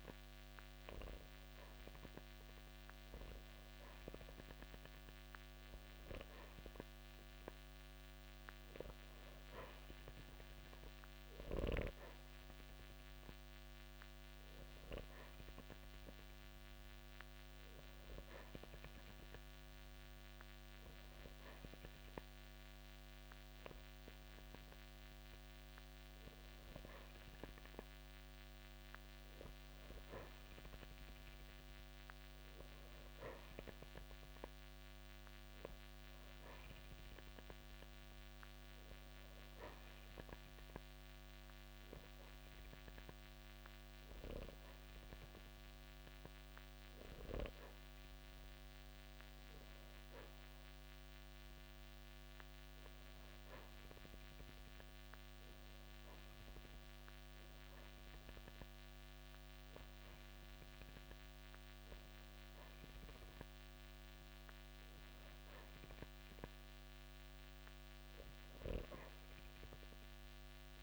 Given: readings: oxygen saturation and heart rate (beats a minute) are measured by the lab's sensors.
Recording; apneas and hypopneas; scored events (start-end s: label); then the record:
breathing in sleep by a microphone on the trachea; none
none scored
From the record:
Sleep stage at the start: N2 (light sleep); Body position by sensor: on the back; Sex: male